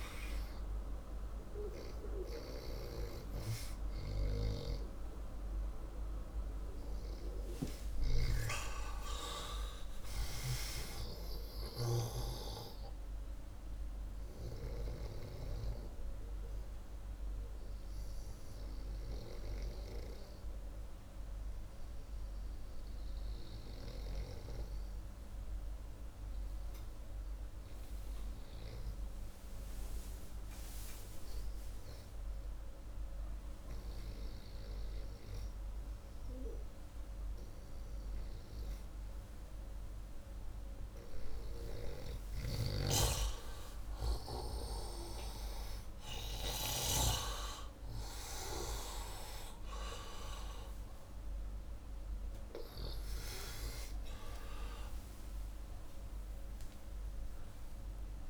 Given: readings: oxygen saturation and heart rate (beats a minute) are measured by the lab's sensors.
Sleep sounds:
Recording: breathing in sleep by a room microphone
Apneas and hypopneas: 1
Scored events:
16.00-41.00 s: hypopnea (oxygen 88% before, 87% lowest)
42.50-46.00 s: arousal
42.50-55.50 s: oxygen desaturation (device-marked, oxygen 93% before, 89% lowest, heart rate 128 before, 25 extreme)
From the record:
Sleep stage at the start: N1 (lightest sleep)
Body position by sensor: upright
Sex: male

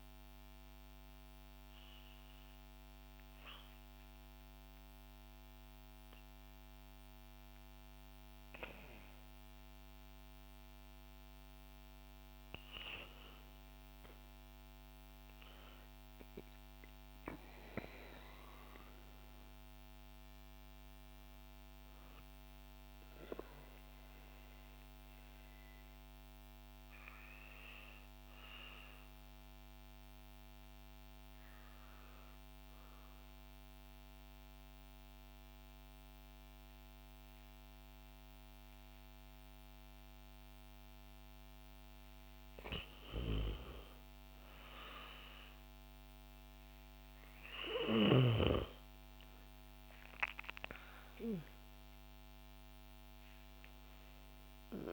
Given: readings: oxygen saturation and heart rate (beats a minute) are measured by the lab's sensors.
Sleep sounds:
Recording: breathing in sleep by a microphone on the trachea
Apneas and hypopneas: 2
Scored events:
0.00-7.50 s: oxygen desaturation (device-marked, oxygen 90% lowest, heart rate 54 extreme)
0.50-11.00 s: hypopnea (oxygen 95% before, 90% lowest, heart rate 61 before, 54 extreme, up 8 after)
18.50-23.00 s: arousal
33.00-43.00 s: obstructive apnea (oxygen 97% before, 90% lowest, heart rate 58 before, 55 extreme, up 7 after)
49.00-54.50 s: arousal
49.50-54.93 s: oxygen desaturation (device-marked, oxygen 96% before, 91% lowest, heart rate 56 before, 54 extreme)
From the record:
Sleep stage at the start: N2 (light sleep)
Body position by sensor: on the back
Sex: female

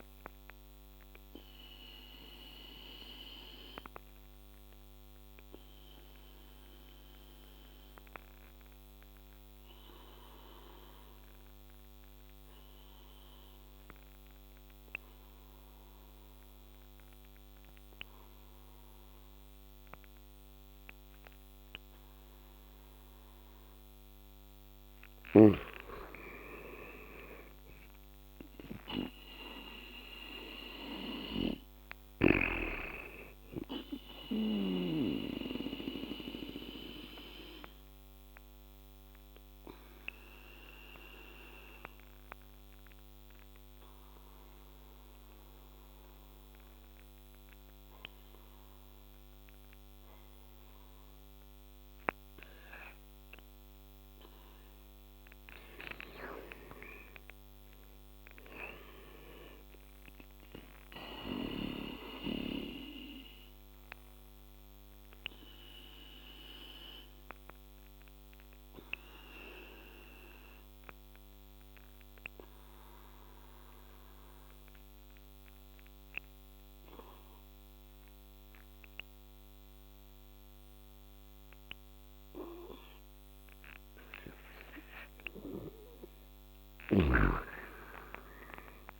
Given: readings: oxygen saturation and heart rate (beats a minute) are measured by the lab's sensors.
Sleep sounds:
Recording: breathing in sleep by a microphone on the trachea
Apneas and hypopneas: 3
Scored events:
2.00-23.00 s: obstructive apnea (oxygen 99% before, 80% lowest, heart rate 78 before, 70 extreme, up 0 after)
4.50-21.50 s: oxygen desaturation (device-marked, oxygen 96% before, 80% lowest, heart rate 78 before, 70 extreme)
24.50-28.00 s: arousal
27.50-29.50 s: long interval between heartbeats (device-marked, heart rate 78 before, 70 extreme)
29.50-51.50 s: oxygen desaturation (device-marked, oxygen 98% before, 84% lowest, heart rate 78 before, 78 extreme)
35.00-52.50 s: obstructive apnea (oxygen 98% before, 84% lowest, heart rate 76 before, 78 extreme, up 4 after)
54.00-57.50 s: arousal
61.50-83.00 s: obstructive apnea (oxygen 99% before, 88% lowest, heart rate 80 before, 76 extreme, up 4 after)
70.50-81.50 s: oxygen desaturation (device-marked, oxygen 98% before, 88% lowest, heart rate 80 before, 76 extreme)
84.50-89.00 s: arousal
From the record:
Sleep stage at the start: N2 (light sleep)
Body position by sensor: on the back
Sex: male

